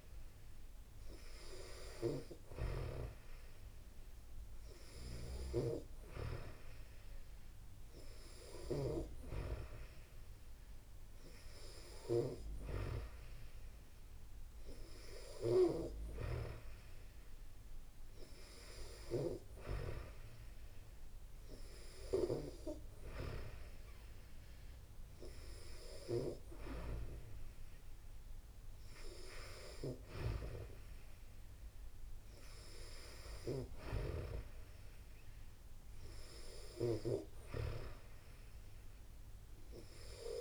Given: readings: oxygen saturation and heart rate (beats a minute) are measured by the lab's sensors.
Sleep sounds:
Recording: breathing in sleep by a room microphone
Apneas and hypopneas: none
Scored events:
none scored
From the record:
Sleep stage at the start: N2 (light sleep)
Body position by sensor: on the back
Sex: female

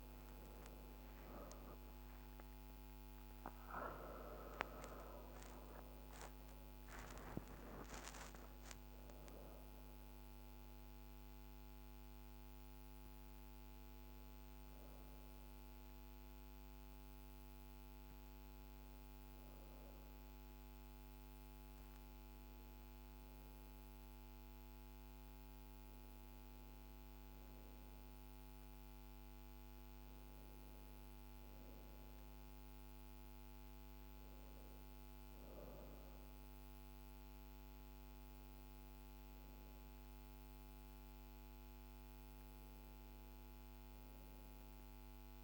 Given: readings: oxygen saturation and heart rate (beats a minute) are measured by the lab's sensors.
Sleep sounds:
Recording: a person awake in a sleep study, by a microphone on the trachea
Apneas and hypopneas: none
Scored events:
35.50-45.44 s: new sleep stage, N1 (lightest sleep)
From the record:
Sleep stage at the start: awake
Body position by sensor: on the back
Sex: female

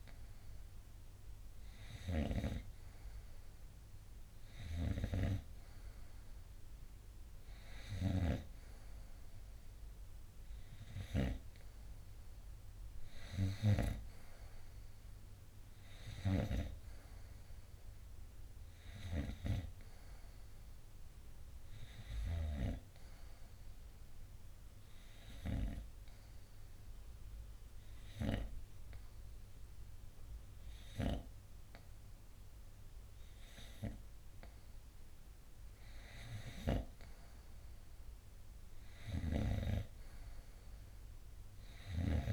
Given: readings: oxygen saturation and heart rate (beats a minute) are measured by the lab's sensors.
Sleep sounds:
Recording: breathing in sleep by a room microphone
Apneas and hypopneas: 1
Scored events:
0.00-8.50 s: snoring (device-marked)
24.00-37.50 s: hypopnea (oxygen 93% before, 91% lowest, heart rate 67 before, 64 extreme, up 2 after)
39.00-42.33 s: snoring (device-marked)
40.00-42.33 s: arousal
From the record:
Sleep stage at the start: N2 (light sleep)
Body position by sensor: on the front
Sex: male

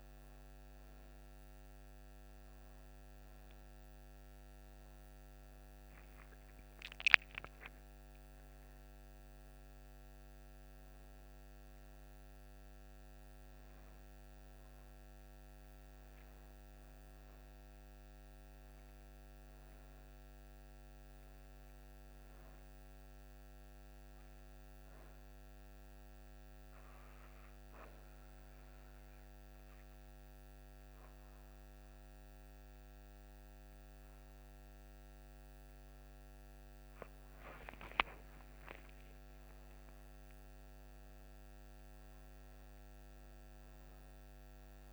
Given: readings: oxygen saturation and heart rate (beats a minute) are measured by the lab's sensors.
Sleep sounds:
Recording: breathing in sleep, hard to hear, by a microphone on the trachea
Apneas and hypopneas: 1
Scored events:
25.50-36.00 s: obstructive apnea (oxygen 99% before, 90% lowest, heart rate 72 before, 63 extreme, up 30 after)
27.00-44.93 s: oxygen desaturation (device-marked, oxygen 98% before, 91% lowest, heart rate 72 before, 59 extreme)
37.50-42.00 s: arousal
From the record:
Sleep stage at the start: N1 (lightest sleep)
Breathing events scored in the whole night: 366 in 5.5 hours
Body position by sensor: on the back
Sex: female

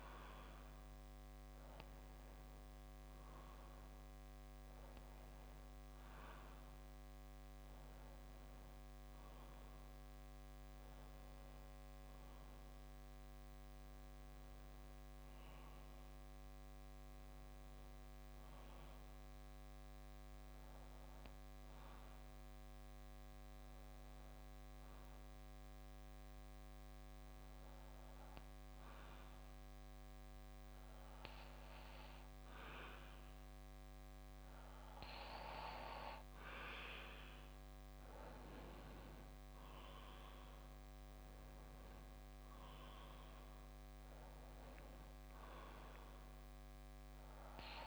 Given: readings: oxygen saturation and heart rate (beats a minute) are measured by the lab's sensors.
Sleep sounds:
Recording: breathing in sleep by a microphone on the trachea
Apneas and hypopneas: 1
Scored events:
20.00-33.00 s: obstructive apnea (oxygen 93% before, 91% lowest, heart rate 62 before, 59 extreme, up 3 after)
36.00-39.50 s: arousal
From the record:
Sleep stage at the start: N2 (light sleep)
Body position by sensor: on the back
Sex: male

